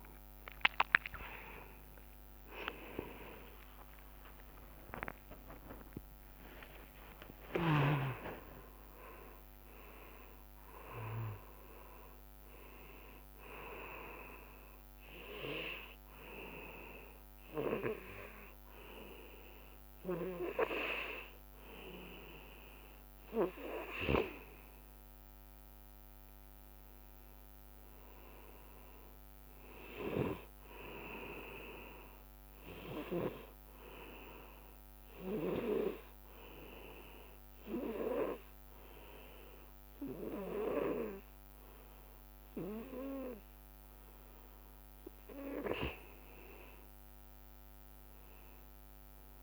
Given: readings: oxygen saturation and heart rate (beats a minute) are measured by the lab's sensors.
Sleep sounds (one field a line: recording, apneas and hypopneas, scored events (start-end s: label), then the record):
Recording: breathing in sleep by a microphone on the trachea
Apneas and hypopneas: 1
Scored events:
0.00-8.00 s: tachycardia (device-marked, heart rate 157 extreme)
2.00-8.00 s: arousal
3.00-5.00 s: long interval between heartbeats (device-marked, heart rate 75 before, 115 extreme)
7.00-9.00 s: long interval between heartbeats (device-marked, heart rate 88 before, 157 extreme)
9.00-11.00 s: long interval between heartbeats (device-marked, heart rate 97 before, 119 extreme)
11.50-13.50 s: long interval between heartbeats (device-marked, heart rate 104 before, 96 extreme)
28.50-32.50 s: arousal
34.00-45.00 s: obstructive apnea (oxygen 99% before, 95% lowest, heart rate 30 before, 55 extreme, up 10 after)
From the record:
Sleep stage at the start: N2 (light sleep)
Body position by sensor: on the back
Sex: male